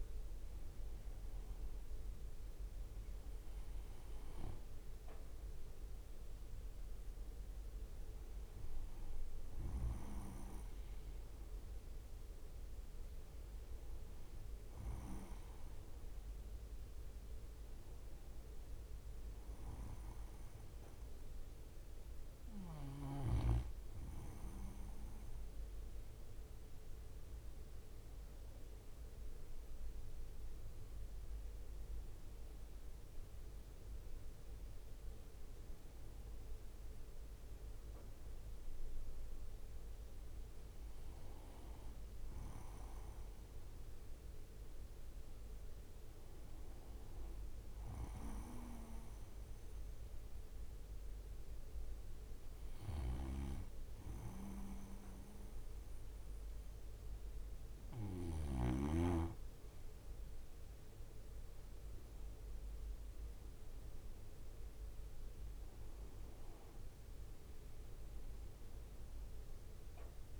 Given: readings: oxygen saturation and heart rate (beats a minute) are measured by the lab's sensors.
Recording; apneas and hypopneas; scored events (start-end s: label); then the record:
breathing in sleep by a room microphone; 1
47.50-59.00 s: obstructive apnea (oxygen 96% before, 93% lowest, heart rate 66 before, 63 extreme, up 5 after)
52.50-58.00 s: snoring (device-marked)
From the record:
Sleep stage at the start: N2 (light sleep); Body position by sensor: on the right side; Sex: male